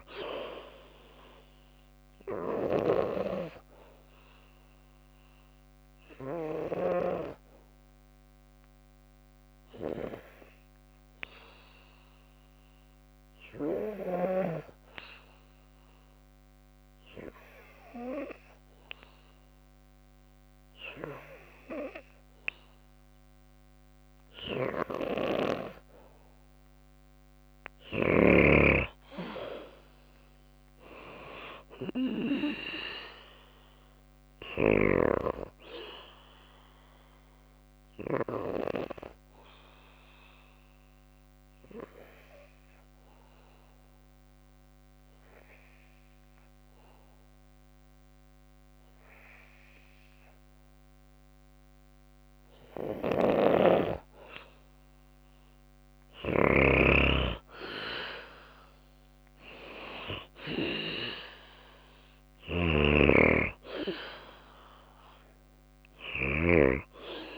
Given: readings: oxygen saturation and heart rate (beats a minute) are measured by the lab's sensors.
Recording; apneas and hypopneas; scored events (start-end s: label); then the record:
breathing in sleep by a microphone on the trachea; 2
4.50-26.00 s: obstructive apnea (oxygen 96% before, 92% lowest, heart rate 57 before, 55 extreme, up 3 after)
28.00-31.00 s: arousal
38.50-53.50 s: obstructive apnea (oxygen 97% before, 92% lowest, heart rate 57 before, 52 extreme, up 4 after)
52.00-55.50 s: snoring (device-marked)
59.50-64.00 s: arousal
61.50-65.50 s: snoring (device-marked)
61.50-67.38 s: oxygen desaturation (device-marked, oxygen 96% before, 92% lowest, heart rate 56 before, 52 extreme)
From the record:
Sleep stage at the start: N2 (light sleep); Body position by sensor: on the back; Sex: female